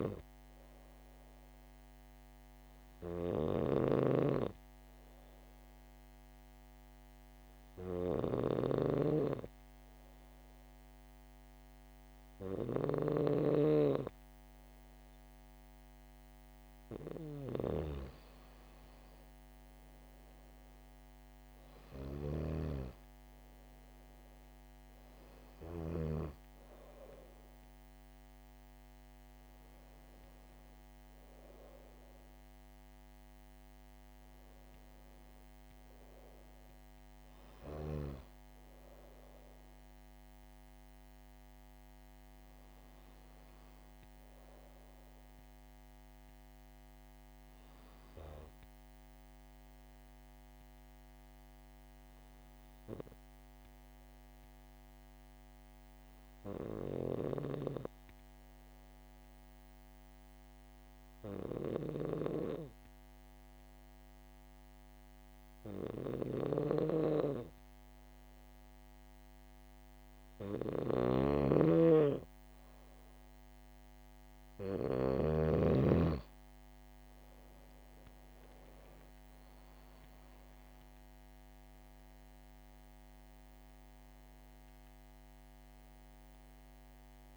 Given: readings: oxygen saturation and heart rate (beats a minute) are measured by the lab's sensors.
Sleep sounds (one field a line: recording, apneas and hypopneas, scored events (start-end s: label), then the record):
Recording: breathing in sleep by a microphone on the trachea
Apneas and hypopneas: 1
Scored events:
0.00-2.00 s: oxygen desaturation (device-marked, oxygen 95% lowest, heart rate 63 extreme)
0.00-26.00 s: snoring (device-marked)
34.00-37.50 s: arousal
48.50-72.00 s: hypopnea (oxygen 98% before, 93% lowest, heart rate 66 before, 66 extreme, up 4 after)
61.50-75.00 s: snoring (device-marked)
62.00-87.37 s: oxygen desaturation (device-marked, oxygen 98% before, 93% lowest, heart rate 67 before, 65 extreme)
76.50-80.00 s: arousal
From the record:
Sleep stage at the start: N2 (light sleep)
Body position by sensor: on the back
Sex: female